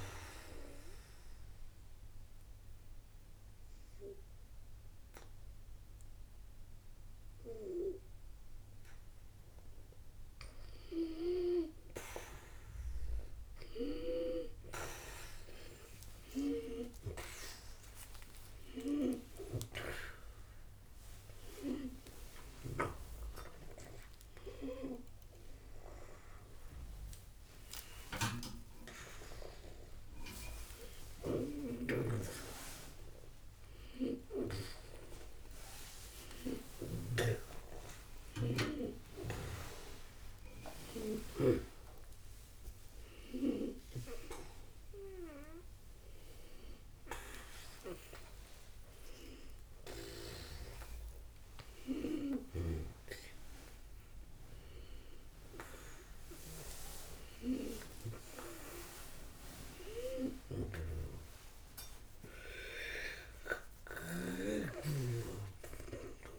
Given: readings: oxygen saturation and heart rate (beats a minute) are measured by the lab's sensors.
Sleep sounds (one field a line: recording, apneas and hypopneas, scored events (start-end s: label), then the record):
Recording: a person awake in a sleep study, by a room microphone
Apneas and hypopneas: none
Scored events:
27.50-38.50 s: oxygen desaturation (device-marked, oxygen 95% before, 87% lowest, heart rate 94 before, 57 extreme)
From the record:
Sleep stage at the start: awake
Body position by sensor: on the back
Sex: female